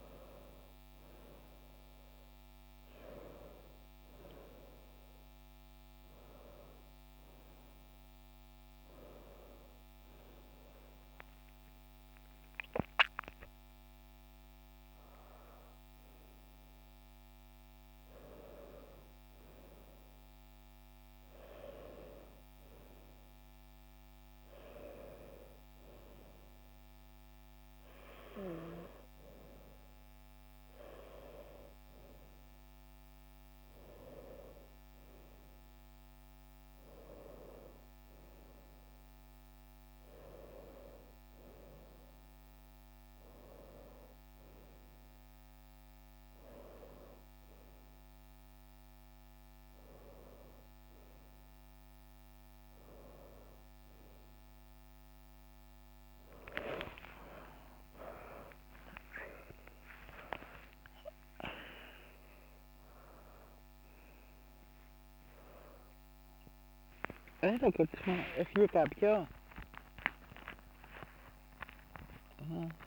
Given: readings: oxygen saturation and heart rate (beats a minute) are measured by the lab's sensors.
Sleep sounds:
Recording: a person awake in a sleep study, by a microphone on the trachea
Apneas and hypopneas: none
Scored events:
none scored
From the record:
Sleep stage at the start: awake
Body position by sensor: on the right side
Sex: female

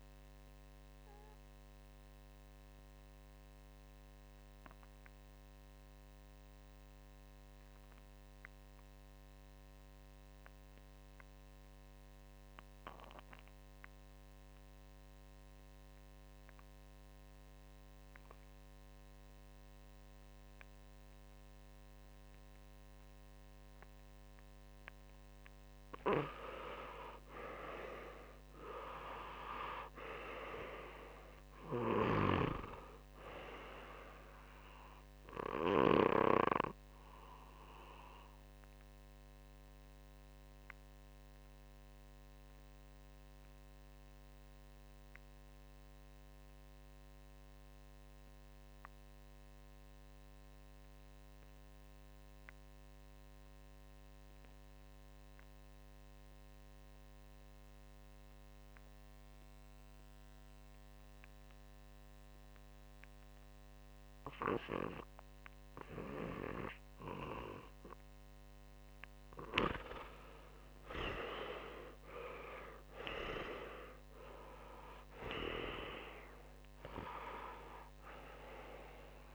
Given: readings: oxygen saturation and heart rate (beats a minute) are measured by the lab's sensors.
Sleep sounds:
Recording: breathing in sleep by a microphone on the trachea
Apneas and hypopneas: 2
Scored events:
0.50-23.50 s: obstructive apnea (oxygen 99% before, 90% lowest, heart rate 69 before, 59 extreme, up 7 after)
16.00-55.00 s: oxygen desaturation (device-marked, oxygen 97% before, 90% lowest, heart rate 66 before, 56 extreme)
26.00-30.00 s: arousal
38.00-69.00 s: mixed apnea (oxygen 97% before, 90% lowest, heart rate 66 before, 53 extreme, up 14 after)
69.00-79.34 s: oxygen desaturation (device-marked, oxygen 98% before, 91% lowest, heart rate 60 before, 53 extreme)
70.50-76.00 s: arousal
From the record:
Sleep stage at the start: REM sleep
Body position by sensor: on the back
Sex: male

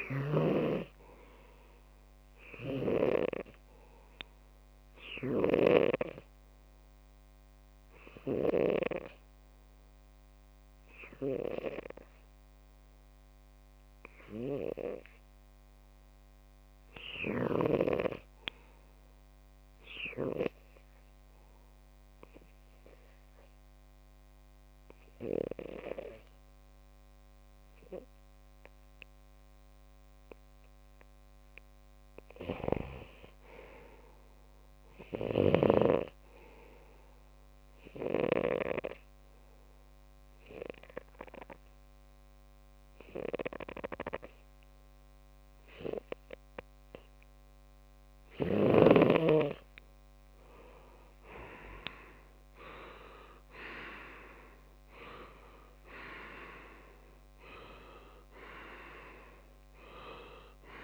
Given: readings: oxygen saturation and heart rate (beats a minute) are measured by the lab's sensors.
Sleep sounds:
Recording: breathing in sleep by a microphone on the trachea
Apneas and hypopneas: 2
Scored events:
0.00-9.00 s: oxygen desaturation (device-marked, oxygen 93% lowest)
3.00-30.50 s: obstructive apnea (oxygen 98% before, 93% lowest)
4.00-60.84 s: new sleep stage, N2 (light sleep)
32.50-35.50 s: arousal
38.00-50.00 s: obstructive apnea (oxygen 98% before, 93% lowest)
42.00-60.84 s: oxygen desaturation (device-marked, oxygen 97% before, 93% lowest)
51.50-55.00 s: arousal
From the record:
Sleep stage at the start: REM sleep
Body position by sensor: on the left side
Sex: male

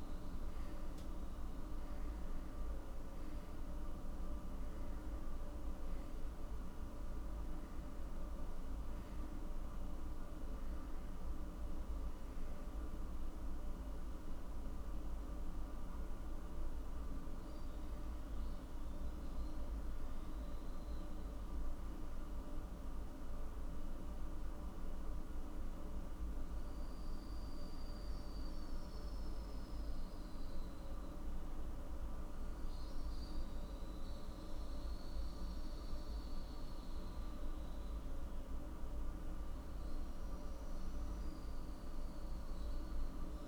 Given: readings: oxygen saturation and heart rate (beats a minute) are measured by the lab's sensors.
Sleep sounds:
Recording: a person awake in a sleep study, hard to hear, by a room microphone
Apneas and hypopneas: none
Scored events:
1.00-43.48 s: new sleep stage, awake
From the record:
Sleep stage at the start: N1 (lightest sleep)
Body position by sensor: on the back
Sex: male

